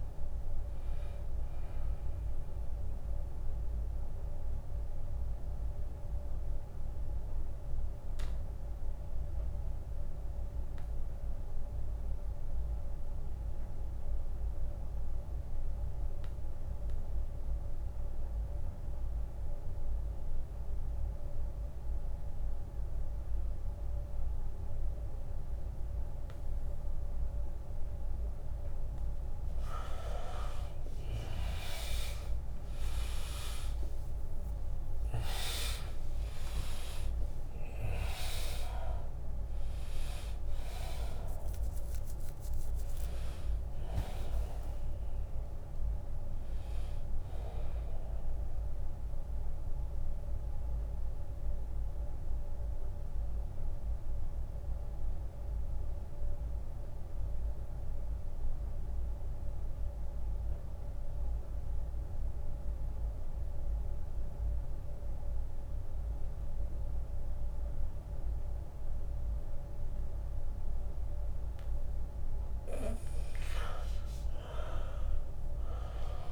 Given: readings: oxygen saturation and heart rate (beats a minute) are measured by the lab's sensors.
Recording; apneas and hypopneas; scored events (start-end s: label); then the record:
breathing in sleep by a room microphone; 2
0.00-2.50 s: drop in pulse transit time (device-marked, heart rate 76 extreme)
0.00-15.50 s: oxygen desaturation (device-marked, oxygen 87% lowest, heart rate 69 extreme)
3.00-5.00 s: long interval between heartbeats (device-marked, heart rate 83 before, 74 extreme)
3.00-28.00 s: mixed apnea (oxygen 100% before, 83% lowest, heart rate 83 before, 69 extreme, up 8 after)
24.50-26.50 s: long interval between heartbeats (device-marked, heart rate 78 before, 75 extreme)
30.00-34.50 s: arousal
30.50-57.50 s: oxygen desaturation (device-marked, oxygen 100% before, 83% lowest, heart rate 79 before, 66 extreme)
31.50-45.50 s: drop in pulse transit time (device-marked, heart rate 79 before, 73 extreme)
48.50-50.50 s: long interval between heartbeats (device-marked, heart rate 80 before, 84 extreme)
48.50-71.50 s: mixed apnea (oxygen 100% before, 83% lowest, heart rate 80 before, 66 extreme, up 13 after)
74.00-76.32 s: arousal
From the record:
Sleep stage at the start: N2 (light sleep); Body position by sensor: on the back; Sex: male